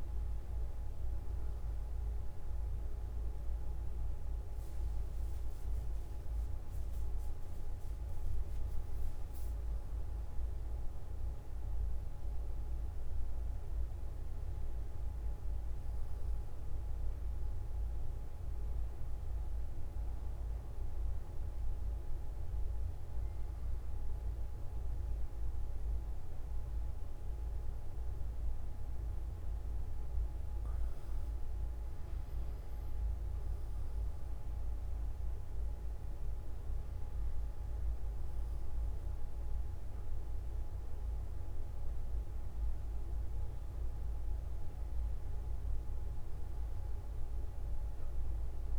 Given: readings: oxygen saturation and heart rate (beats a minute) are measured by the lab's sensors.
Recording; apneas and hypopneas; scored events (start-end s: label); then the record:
breathing in sleep, hard to hear, by a room microphone; none
0.00-10.00 s: oxygen desaturation (device-marked, oxygen 93% lowest)
From the record:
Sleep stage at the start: N1 (lightest sleep); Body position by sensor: on the back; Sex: male